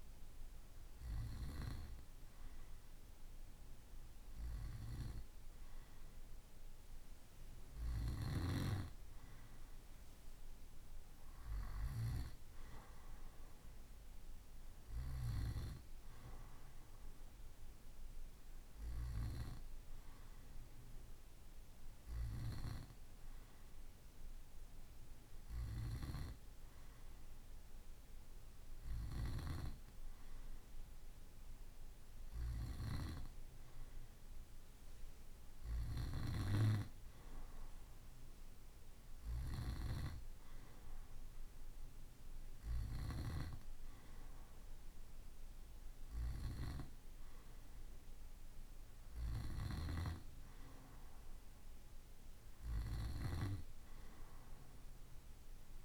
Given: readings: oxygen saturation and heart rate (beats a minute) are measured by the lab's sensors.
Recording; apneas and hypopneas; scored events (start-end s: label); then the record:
breathing in sleep by a room microphone; none
none scored
From the record:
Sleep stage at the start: N2 (light sleep); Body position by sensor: on the right side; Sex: male